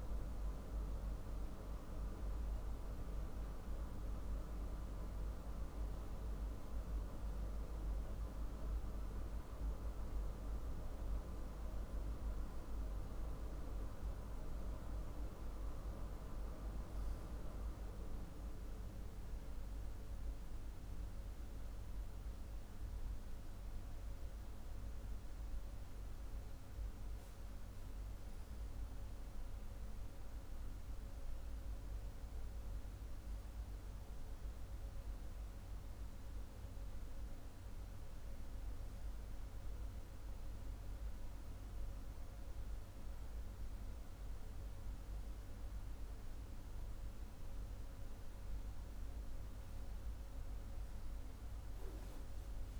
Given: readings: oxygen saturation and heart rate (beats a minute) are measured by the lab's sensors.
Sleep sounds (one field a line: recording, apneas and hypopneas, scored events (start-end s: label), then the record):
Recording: breathing in sleep by a room microphone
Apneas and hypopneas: none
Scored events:
none scored
From the record:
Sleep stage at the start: N2 (light sleep)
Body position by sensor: on the back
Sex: male